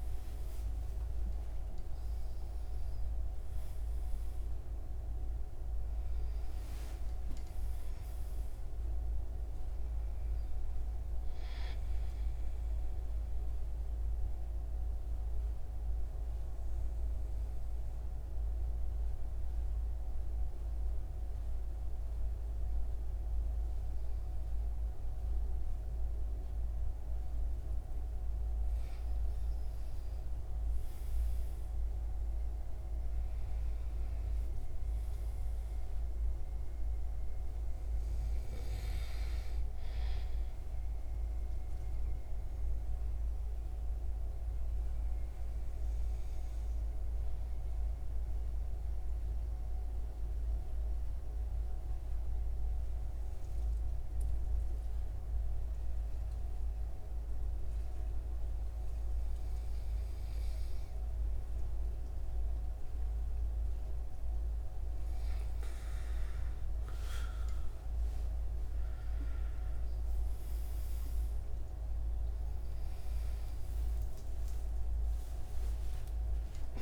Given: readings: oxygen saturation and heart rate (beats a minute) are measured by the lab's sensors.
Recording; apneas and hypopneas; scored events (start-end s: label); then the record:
breathing in sleep, hard to hear, by a room microphone; 2
0.00-3.00 s: arousal
12.50-26.50 s: central apnea (oxygen 96% before, 92% lowest, heart rate 90 before, 73 extreme, up 6 after)
29.00-33.00 s: arousal
42.00-61.50 s: hypopnea (oxygen 96% before, 92% lowest, heart rate 81 before, 73 extreme, up 19 after)
65.50-70.00 s: arousal
68.00-76.82 s: oxygen desaturation (device-marked, oxygen 96% before, 92% lowest, heart rate 79 before, 76 extreme)
From the record:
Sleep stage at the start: N2 (light sleep); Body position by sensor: on the right side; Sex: male